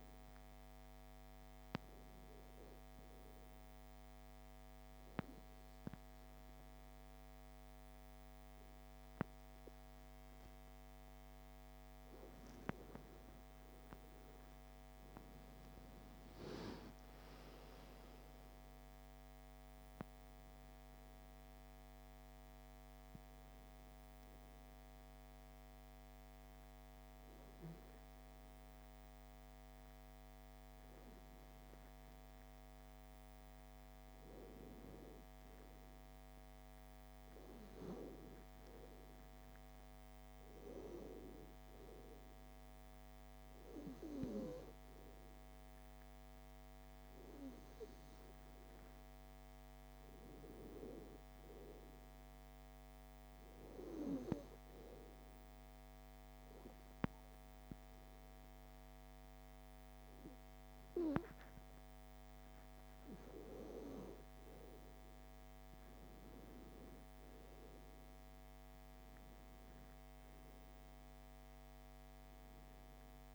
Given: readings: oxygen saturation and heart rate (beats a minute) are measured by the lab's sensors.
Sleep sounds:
breathing in sleep by a microphone on the trachea; 2
2.50-12.50 s: obstructive apnea (oxygen 96% before, 93% lowest)
13.50-17.00 s: arousal
25.00-35.00 s: obstructive apnea (oxygen 96% before, 93% lowest)
36.00-38.50 s: arousal
52.00-59.00 s: oxygen desaturation (device-marked, oxygen 97% before, 94% lowest)
63.50-67.50 s: arousal
From the record:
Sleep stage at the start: N2 (light sleep); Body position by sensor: on the back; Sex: female

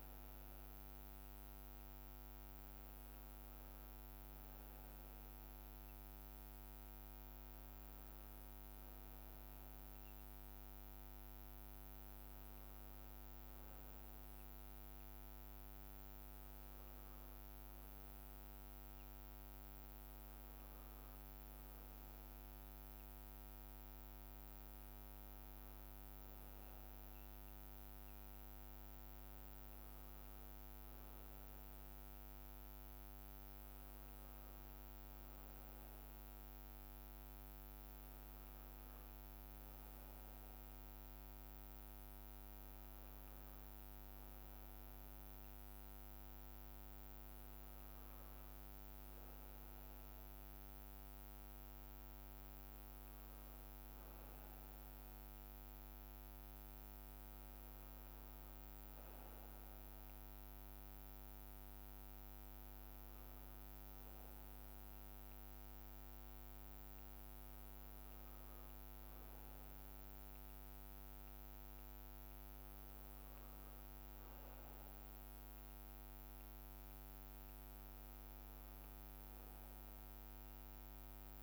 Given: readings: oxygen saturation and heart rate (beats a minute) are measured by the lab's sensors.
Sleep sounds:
breathing in sleep, hard to hear, by a microphone on the trachea; none
none scored
From the record:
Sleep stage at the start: N1 (lightest sleep); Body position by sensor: on the right side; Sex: male

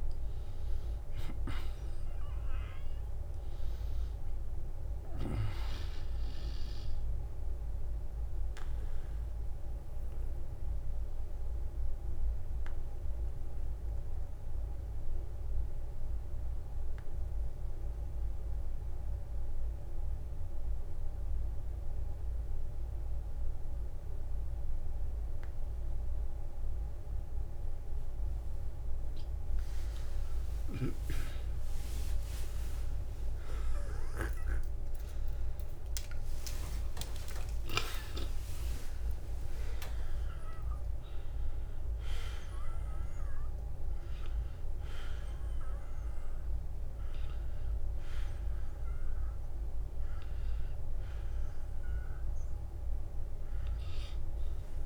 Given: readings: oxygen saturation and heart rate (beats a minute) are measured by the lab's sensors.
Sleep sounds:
breathing in sleep by a room microphone; 1
0.00-1.50 s: long interval between heartbeats (device-marked, heart rate 60 extreme)
0.00-4.50 s: oxygen desaturation (device-marked, oxygen 92% lowest, heart rate 38 extreme)
8.00-29.00 s: obstructive apnea (oxygen 95% before, 84% lowest, heart rate 61 before, 38 extreme, up 31 after)
11.50-31.50 s: oxygen desaturation (device-marked, oxygen 93% before, 84% lowest, heart rate 61 before, 38 extreme)
30.50-36.50 s: arousal
36.00-38.00 s: long interval between heartbeats (device-marked, heart rate 53 before, 66 extreme)
49.00-51.00 s: long interval between heartbeats (device-marked, heart rate 64 before, 68 extreme)
From the record:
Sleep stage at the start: N2 (light sleep); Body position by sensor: on the back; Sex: male

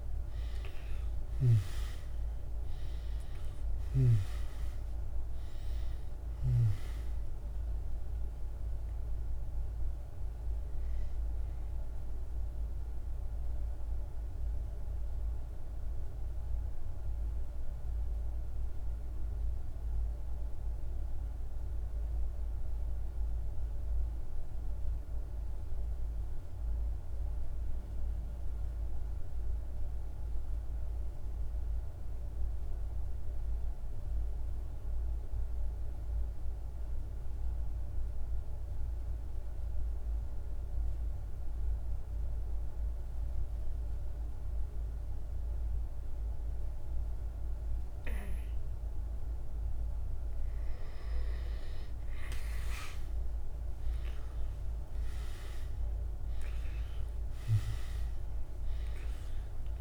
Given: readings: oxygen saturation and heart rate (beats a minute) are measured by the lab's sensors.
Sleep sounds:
breathing in sleep, hard to hear, by a room microphone; 1
0.00-3.00 s: snoring (device-marked)
0.00-21.50 s: oxygen desaturation (device-marked, oxygen 88% lowest, heart rate 47 extreme)
12.00-49.50 s: mixed apnea (oxygen 98% before, 88% lowest, heart rate 55 before, 47 extreme, up 4 after)
41.50-59.81 s: oxygen desaturation (device-marked, oxygen 99% before, 88% lowest, heart rate 49 before, 47 extreme)
51.50-56.00 s: arousal
From the record:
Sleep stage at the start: N2 (light sleep); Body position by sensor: on the back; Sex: male

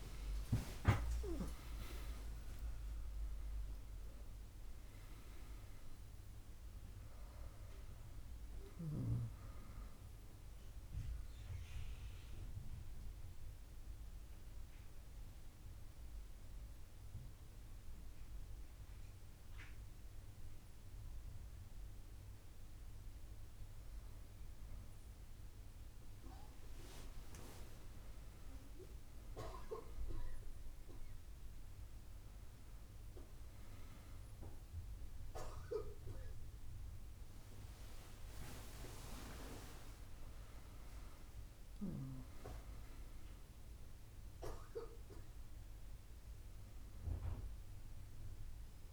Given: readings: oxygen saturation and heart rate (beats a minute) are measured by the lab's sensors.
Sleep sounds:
breathing in sleep by a room microphone; 1
0.00-2.50 s: arousal
6.00-36.00 s: new sleep stage, N1 (lightest sleep)
10.50-27.00 s: hypopnea (oxygen 98% before, 95% lowest, heart rate 90 before, 71 extreme, up 6 after)
29.00-33.00 s: arousal
36.00-48.93 s: new sleep stage, N2 (light sleep)
42.50-47.00 s: arousal
From the record:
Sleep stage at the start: N2 (light sleep); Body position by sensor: on the back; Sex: female

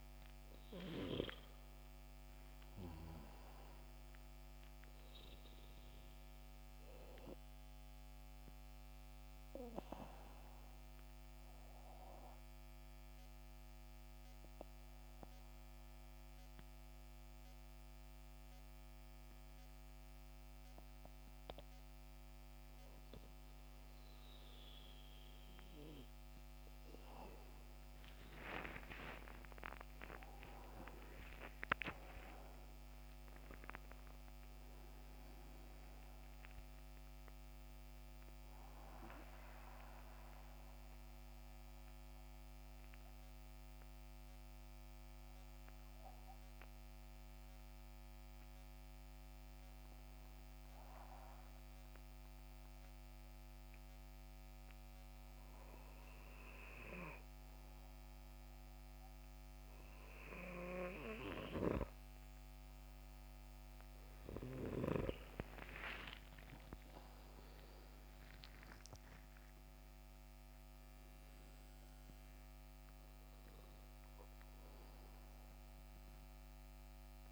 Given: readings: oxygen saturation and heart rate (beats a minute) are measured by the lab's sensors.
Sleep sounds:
breathing in sleep by a microphone on the trachea; 2
0.00-24.00 s: oxygen desaturation (device-marked, oxygen 86% lowest, heart rate 64 extreme)
10.00-26.00 s: mixed apnea (oxygen 93% before, 86% lowest, heart rate 73 before, 64 extreme, up 17 after)
28.00-31.50 s: arousal
39.50-63.00 s: obstructive apnea (oxygen 92% before, 84% lowest, heart rate 75 before, 58 extreme, up 17 after)
46.00-59.00 s: oxygen desaturation (device-marked, oxygen 91% before, 87% lowest, heart rate 74 before, 58 extreme)
64.50-68.50 s: arousal
From the record:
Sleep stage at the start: N2 (light sleep); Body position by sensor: on the back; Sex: male

